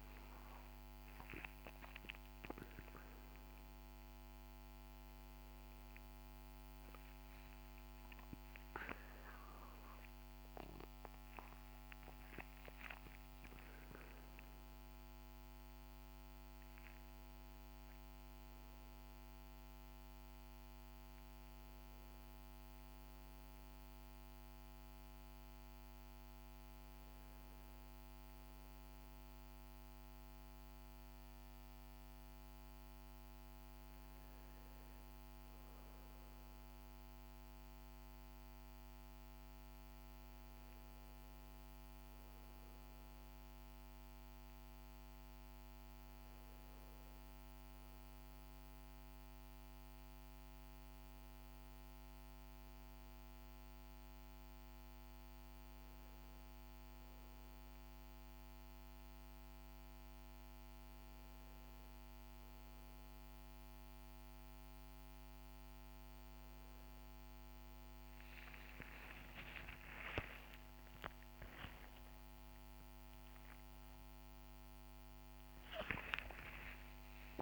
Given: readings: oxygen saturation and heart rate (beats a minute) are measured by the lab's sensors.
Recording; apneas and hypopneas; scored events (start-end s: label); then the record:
a person partly awake in a sleep study, by a microphone on the trachea; none
20.50-77.42 s: new sleep stage, N1 (lightest sleep)
From the record:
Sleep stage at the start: awake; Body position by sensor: on the right side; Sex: male